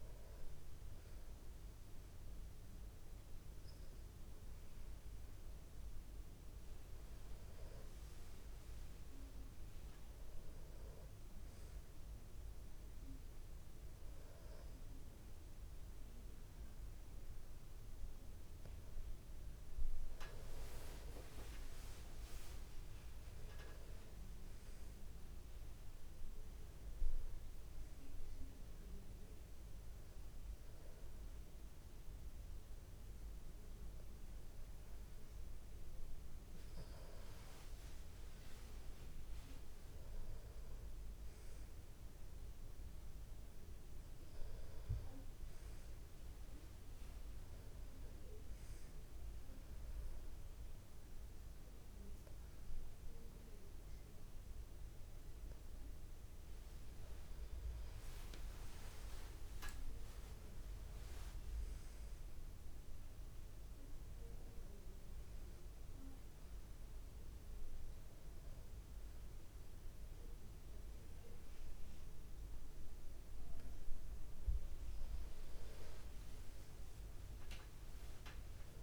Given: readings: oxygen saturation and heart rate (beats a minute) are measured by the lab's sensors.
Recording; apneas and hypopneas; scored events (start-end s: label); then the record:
breathing in sleep, hard to hear, by a room microphone; 2
0.00-2.00 s: tachycardia (device-marked, heart rate 149 extreme)
19.00-22.00 s: tachycardia (device-marked, heart rate 67 before, 87 extreme)
21.00-24.50 s: arousal
23.00-29.00 s: tachycardia (device-marked, heart rate 67 before, 107 extreme)
27.50-37.50 s: hypopnea (oxygen 95% before, 93% lowest, heart rate 78 before, 27 extreme)
35.00-46.00 s: tachycardia (device-marked, heart rate 68 before, 135 extreme)
40.50-44.50 s: arousal
48.50-58.50 s: obstructive apnea (oxygen 95% before, 90% lowest, heart rate 94 before, 28 extreme)
57.00-64.00 s: tachycardia (device-marked, heart rate 69 before, 133 extreme)
61.00-64.00 s: arousal
From the record:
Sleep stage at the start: N2 (light sleep); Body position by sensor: on the back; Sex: male